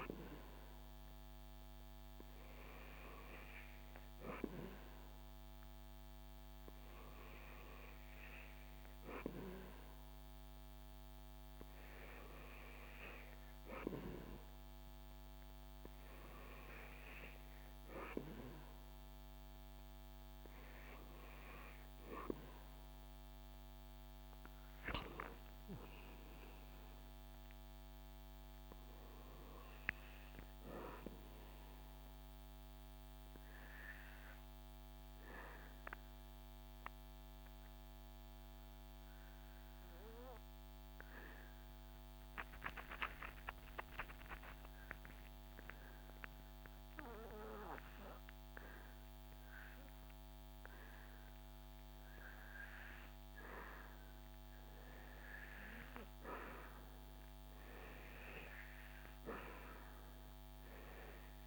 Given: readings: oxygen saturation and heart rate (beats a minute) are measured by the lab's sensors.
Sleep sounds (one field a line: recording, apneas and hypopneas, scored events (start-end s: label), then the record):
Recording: breathing in sleep by a microphone on the trachea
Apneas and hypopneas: 1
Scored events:
28.50-61.47 s: new sleep stage, REM sleep
33.00-51.50 s: obstructive apnea (oxygen 98% before, 85% lowest, heart rate 77 before, 64 extreme, up 7 after)
52.50-61.47 s: oxygen desaturation (device-marked, oxygen 98% before, 85% lowest, heart rate 74 before, 77 extreme)
54.50-57.00 s: arousal
From the record:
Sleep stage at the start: N2 (light sleep)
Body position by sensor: on the back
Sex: male